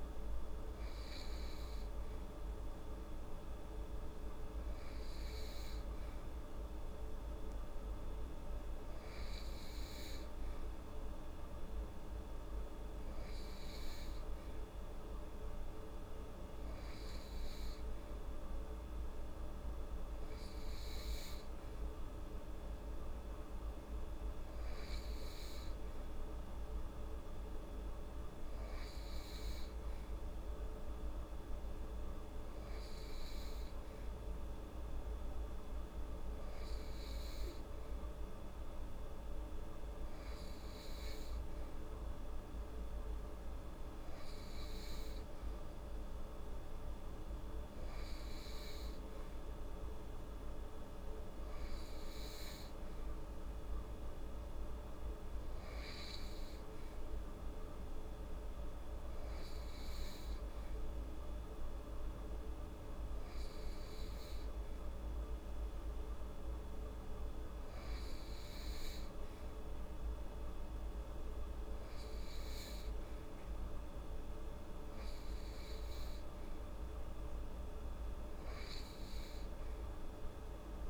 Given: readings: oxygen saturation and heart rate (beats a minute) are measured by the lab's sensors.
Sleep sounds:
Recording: breathing in sleep, hard to hear, by a room microphone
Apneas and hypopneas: none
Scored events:
none scored
From the record:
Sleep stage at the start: N2 (light sleep)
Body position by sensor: on the right side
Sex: female

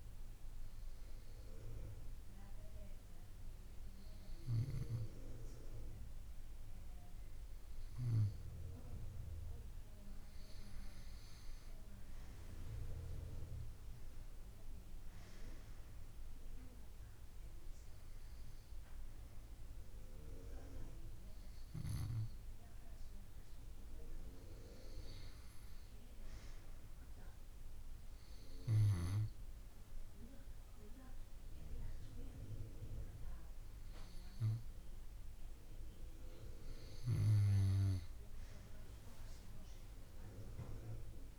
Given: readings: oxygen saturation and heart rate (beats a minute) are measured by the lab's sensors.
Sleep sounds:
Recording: breathing in sleep by a room microphone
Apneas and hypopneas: none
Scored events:
none scored
From the record:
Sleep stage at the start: N2 (light sleep)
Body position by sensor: on the right side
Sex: female

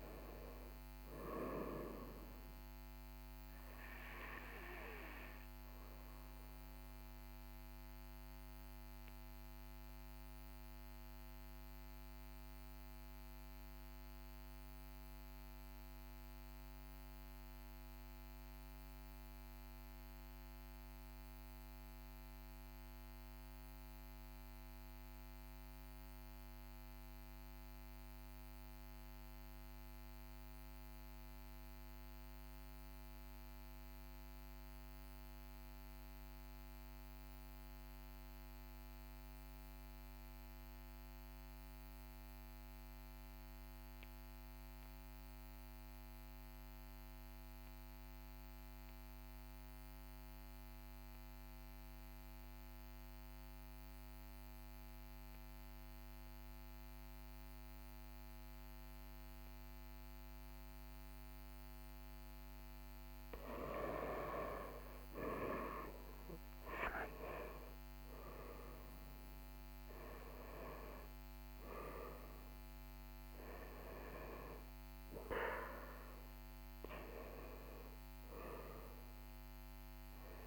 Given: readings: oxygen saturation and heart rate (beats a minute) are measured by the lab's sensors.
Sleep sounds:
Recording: breathing in sleep by a microphone on the trachea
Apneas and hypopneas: 1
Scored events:
3.50-20.50 s: oxygen desaturation (device-marked, oxygen 97% before, 94% lowest, heart rate 42 before, 38 extreme)
8.00-63.00 s: obstructive apnea (oxygen 97% before, 90% lowest, heart rate 43 before, 39 extreme, up 4 after)
64.50-70.00 s: arousal
From the record:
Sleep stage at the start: REM sleep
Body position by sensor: on the back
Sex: male

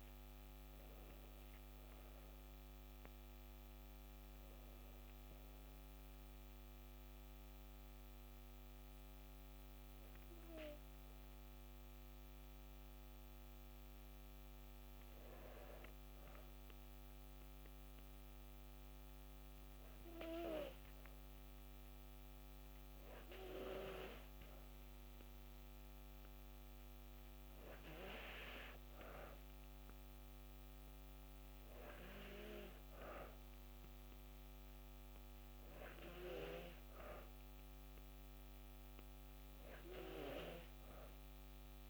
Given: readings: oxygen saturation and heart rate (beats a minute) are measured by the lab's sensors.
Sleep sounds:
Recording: breathing in sleep by a microphone on the trachea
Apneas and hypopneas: 1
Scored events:
0.00-2.00 s: arousal
8.00-23.00 s: hypopnea (oxygen 94% before, 91% lowest, heart rate 61 before, 59 extreme, up 2 after)
27.00-31.00 s: arousal
From the record:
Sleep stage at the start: N2 (light sleep)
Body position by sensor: on the back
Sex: female

